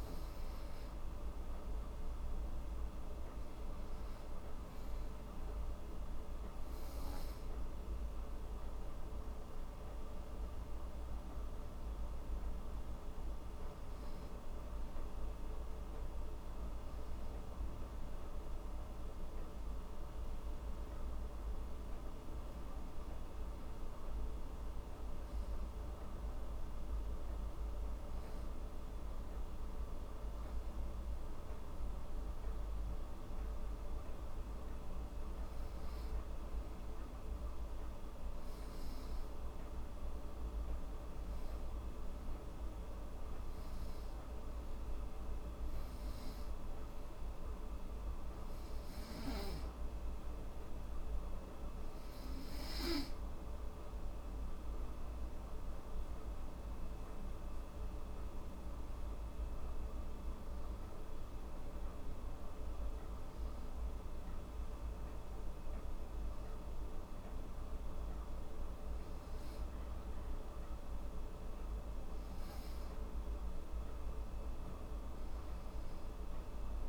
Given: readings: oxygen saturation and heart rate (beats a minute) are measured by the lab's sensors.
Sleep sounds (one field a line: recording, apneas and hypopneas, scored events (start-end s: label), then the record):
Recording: breathing in sleep, hard to hear, by a room microphone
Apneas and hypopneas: 1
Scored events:
40.50-51.50 s: hypopnea (oxygen 95% before, 89% lowest, heart rate 84 before, 78 extreme, up 4 after)
54.00-57.00 s: arousal
57.50-76.89 s: oxygen desaturation (device-marked, oxygen 93% before, 89% lowest, heart rate 83 before, 78 extreme)
From the record:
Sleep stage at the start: N2 (light sleep)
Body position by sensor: on the back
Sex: female